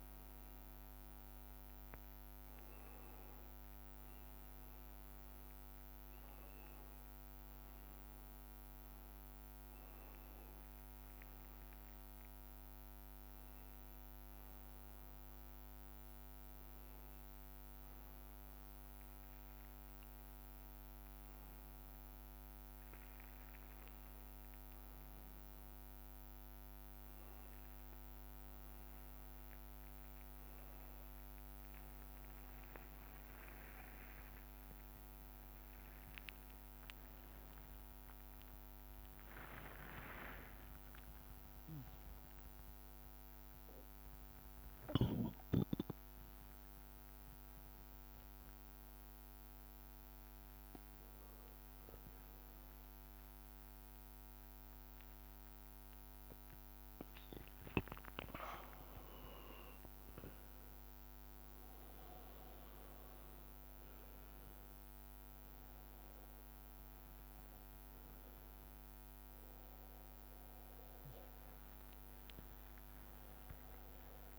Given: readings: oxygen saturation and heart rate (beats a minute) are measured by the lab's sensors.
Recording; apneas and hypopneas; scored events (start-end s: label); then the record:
a person awake in a sleep study, hard to hear, by a microphone on the trachea; none
2.00-4.00 s: long interval between heartbeats (device-marked, heart rate 112 before, 96 extreme)
16.50-74.39 s: new sleep stage, awake
21.00-23.00 s: long interval between heartbeats (device-marked, heart rate 100 before, 99 extreme)
28.50-30.50 s: long interval between heartbeats (device-marked, heart rate 100 before, 100 extreme)
32.50-34.50 s: long interval between heartbeats (device-marked, heart rate 100 before, 110 extreme)
41.50-47.50 s: bradycardia (device-marked)
53.50-55.50 s: long interval between heartbeats (device-marked, heart rate 81 before, 84 extreme)
55.50-62.50 s: bradycardia (device-marked, heart rate 101 before, 57 extreme)
56.50-58.50 s: long interval between heartbeats (device-marked, heart rate 77 before, 85 extreme)
61.00-63.00 s: long interval between heartbeats (device-marked, heart rate 69 before, 58 extreme)
63.50-65.50 s: long interval between heartbeats (device-marked, heart rate 60 before, 53 extreme)
67.00-69.00 s: long interval between heartbeats (device-marked, heart rate 62 before, 68 extreme)
70.00-72.00 s: long interval between heartbeats (device-marked, heart rate 70 before, 72 extreme)
From the record:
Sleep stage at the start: N2 (light sleep); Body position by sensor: upright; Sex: male